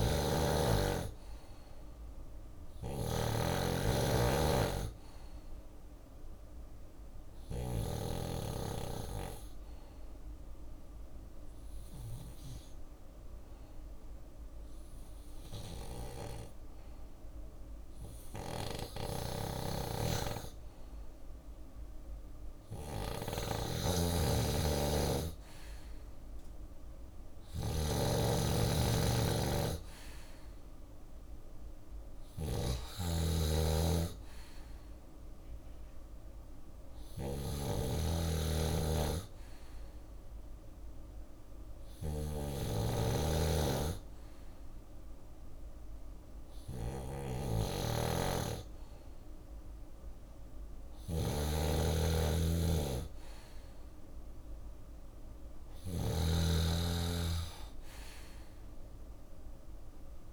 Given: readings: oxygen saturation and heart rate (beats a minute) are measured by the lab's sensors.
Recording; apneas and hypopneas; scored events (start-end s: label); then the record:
breathing in sleep by a room microphone; 2
0.00-7.00 s: snoring (device-marked)
5.50-21.00 s: obstructive apnea (oxygen 98% before, 93% lowest, heart rate 64 before, 59 extreme, up 7 after)
8.00-17.00 s: oxygen desaturation (device-marked, oxygen 96% before, 93% lowest, heart rate 65 before, 59 extreme)
11.00-15.00 s: bradycardia (device-marked, heart rate 64 before, 59 extreme)
11.00-22.00 s: drop in pulse transit time (device-marked, heart rate 65 before, 59 extreme)
18.00-60.32 s: snoring (device-marked)
24.00-28.00 s: arousal
37.50-52.00 s: hypopnea (oxygen 96% before, 94% lowest, heart rate 63 before, 58 extreme, up 4 after)
56.00-60.32 s: drop in pulse transit time (device-marked, heart rate 64 before, 58 extreme)
56.50-60.00 s: arousal
From the record:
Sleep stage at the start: N2 (light sleep); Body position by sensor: on the left side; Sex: male